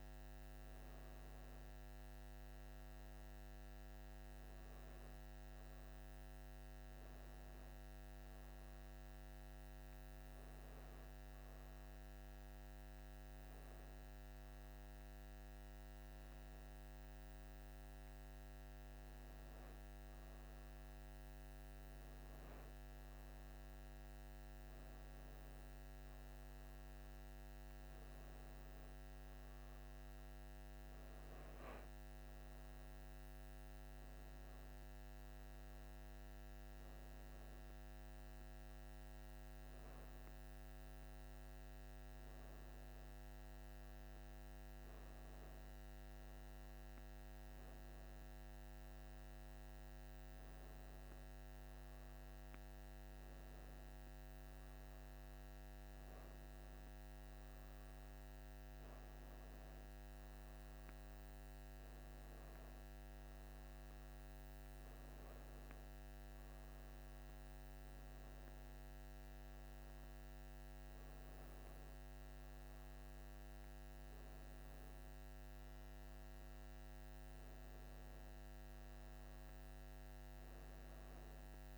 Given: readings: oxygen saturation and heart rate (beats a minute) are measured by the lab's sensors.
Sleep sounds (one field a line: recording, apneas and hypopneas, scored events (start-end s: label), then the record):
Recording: breathing in sleep, hard to hear, by a microphone on the trachea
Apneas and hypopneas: none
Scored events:
none scored
From the record:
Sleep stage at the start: N1 (lightest sleep)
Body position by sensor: on the back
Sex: female